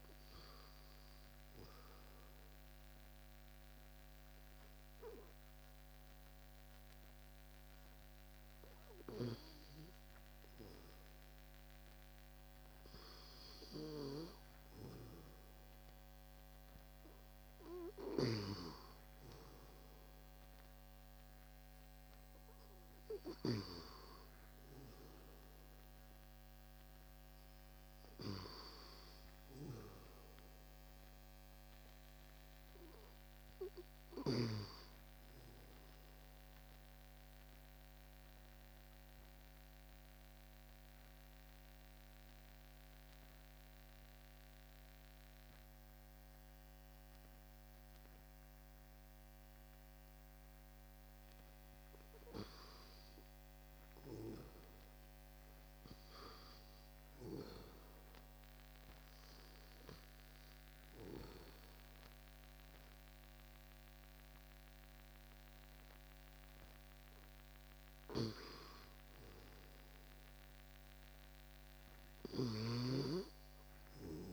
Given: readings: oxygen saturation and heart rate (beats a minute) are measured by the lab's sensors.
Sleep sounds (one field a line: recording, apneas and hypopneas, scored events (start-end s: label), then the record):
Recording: breathing in sleep by a microphone on the trachea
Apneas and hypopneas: 2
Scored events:
0.00-11.00 s: oxygen desaturation (device-marked, oxygen 92% lowest, heart rate 64 extreme)
1.50-12.00 s: hypopnea (oxygen 100% before, 92% lowest, heart rate 35 before, 64 extreme, up 12 after)
12.50-17.50 s: arousal
35.00-52.50 s: obstructive apnea (oxygen 97% before, 93% lowest, heart rate 75 before, 39 extreme, up 0 after)
54.50-59.50 s: arousal
63.00-74.32 s: oxygen desaturation (device-marked, oxygen 98% before, 93% lowest, heart rate 59 before, 46 extreme)
From the record:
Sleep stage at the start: REM sleep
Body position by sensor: on the back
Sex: male